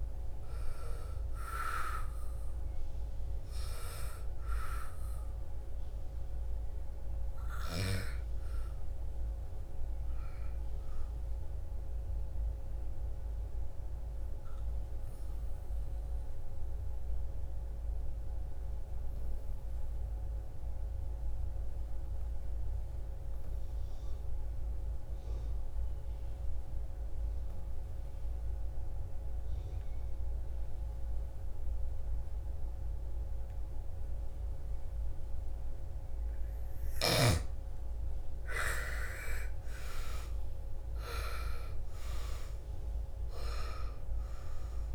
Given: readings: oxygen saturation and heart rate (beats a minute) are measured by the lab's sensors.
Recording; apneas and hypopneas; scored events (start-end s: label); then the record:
breathing in sleep by a room microphone; 1
0.00-17.00 s: oxygen desaturation (device-marked, oxygen 84% lowest, heart rate 55 extreme)
12.00-36.50 s: obstructive apnea (oxygen 98% before, 83% lowest, heart rate 64 before, 55 extreme, up 17 after)
35.00-44.95 s: oxygen desaturation (device-marked, oxygen 98% before, 83% lowest, heart rate 57 before, 55 extreme)
38.50-42.50 s: arousal
From the record:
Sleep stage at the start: N2 (light sleep); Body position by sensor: on the back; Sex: female